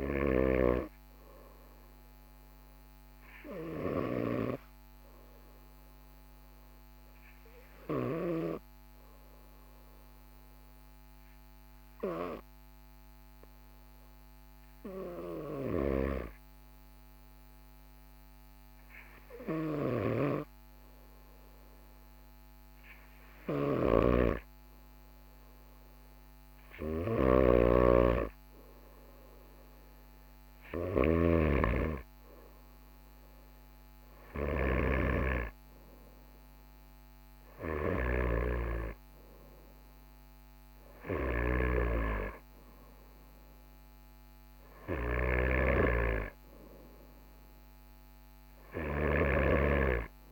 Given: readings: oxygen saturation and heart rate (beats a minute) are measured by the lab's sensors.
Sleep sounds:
breathing in sleep by a microphone on the trachea; 1
3.50-25.50 s: hypopnea (oxygen 98% before, 95% lowest, heart rate 45 before, 44 extreme, up 1 after)
27.00-38.50 s: snoring (device-marked)
28.50-31.50 s: arousal
45.00-50.32 s: snoring (device-marked)
From the record:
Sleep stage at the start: N2 (light sleep); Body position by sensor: on the right side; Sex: male

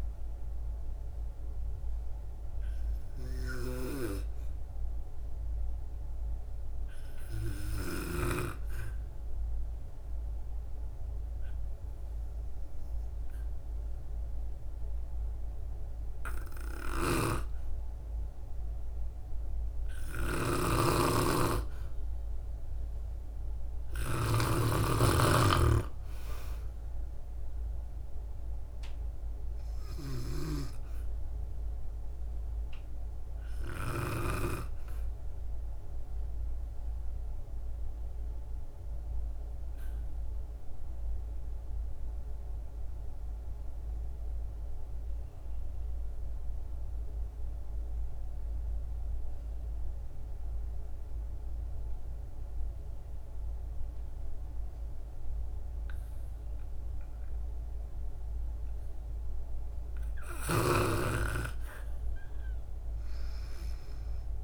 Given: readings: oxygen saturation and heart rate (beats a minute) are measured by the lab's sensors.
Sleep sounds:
breathing in sleep by a room microphone; 2
6.00-21.00 s: hypopnea (oxygen 95% before, 82% lowest, heart rate 64 before, 60 extreme, up 3 after)
17.00-34.50 s: snoring (device-marked)
21.50-25.00 s: arousal
27.00-41.00 s: oxygen desaturation (device-marked, oxygen 95% before, 91% lowest, heart rate 64 before, 59 extreme)
36.50-59.50 s: obstructive apnea (oxygen 97% before, 82% lowest, heart rate 63 before, 59 extreme, up 10 after)
56.00-64.44 s: oxygen desaturation (device-marked, oxygen 98% before, 82% lowest, heart rate 63 before, 57 extreme)
61.00-63.50 s: arousal
From the record:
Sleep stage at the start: N2 (light sleep); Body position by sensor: on the back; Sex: female

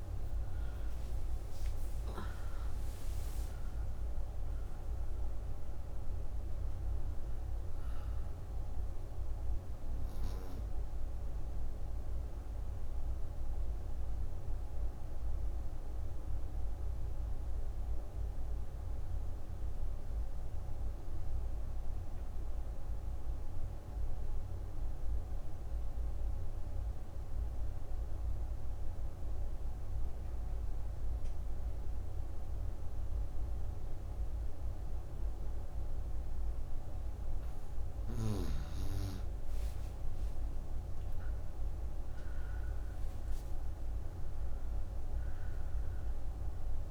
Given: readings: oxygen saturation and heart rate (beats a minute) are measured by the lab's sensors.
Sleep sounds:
breathing in sleep, hard to hear, by a room microphone; 1
0.00-4.50 s: arousal
11.00-36.50 s: obstructive apnea (oxygen 98% before, 89% lowest)
35.50-46.91 s: oxygen desaturation (device-marked, oxygen 98% before, 89% lowest)
39.50-44.00 s: arousal
From the record:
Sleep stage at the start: N2 (light sleep); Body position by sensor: on the right side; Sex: female

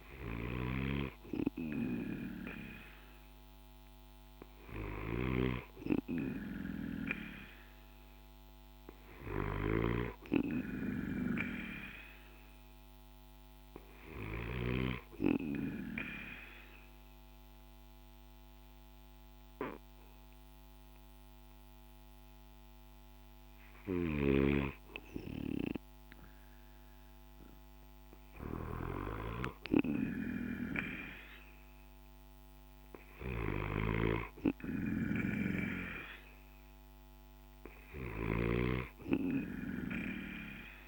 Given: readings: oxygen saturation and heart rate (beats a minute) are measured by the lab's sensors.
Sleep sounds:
breathing in sleep by a microphone on the trachea; 1
0.00-14.00 s: snoring (device-marked)
7.00-11.00 s: arousal
15.00-25.00 s: obstructive apnea (oxygen 93% before, 89% lowest, heart rate 56 before, 54 extreme)
28.50-32.00 s: arousal
32.50-40.88 s: snoring (device-marked)
From the record:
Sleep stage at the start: N2 (light sleep); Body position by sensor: on the back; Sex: male

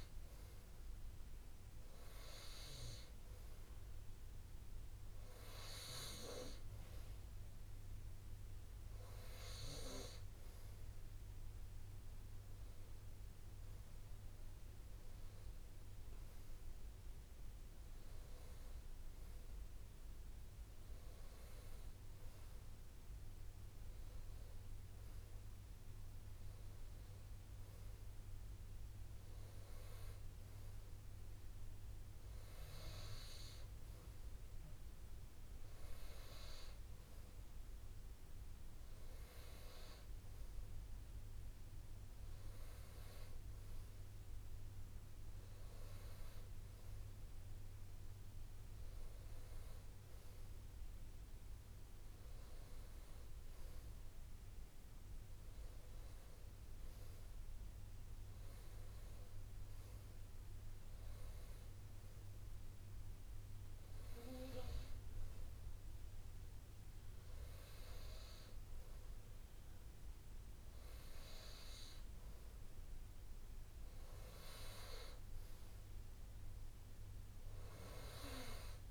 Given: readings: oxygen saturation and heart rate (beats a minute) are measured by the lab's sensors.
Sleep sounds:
breathing in sleep by a room microphone; none
none scored
From the record:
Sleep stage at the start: REM sleep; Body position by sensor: on the right side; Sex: male

